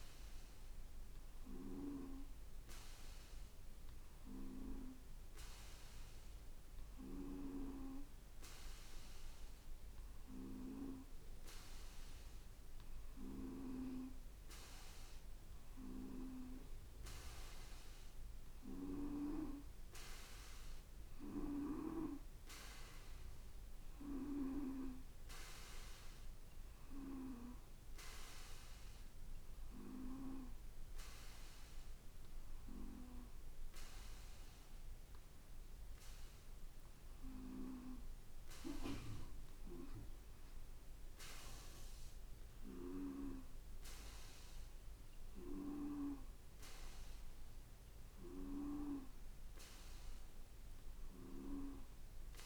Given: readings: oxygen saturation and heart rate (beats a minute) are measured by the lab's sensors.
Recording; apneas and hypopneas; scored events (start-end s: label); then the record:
breathing in sleep by a room microphone; none
none scored
From the record:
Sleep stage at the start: N2 (light sleep); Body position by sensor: on the back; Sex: male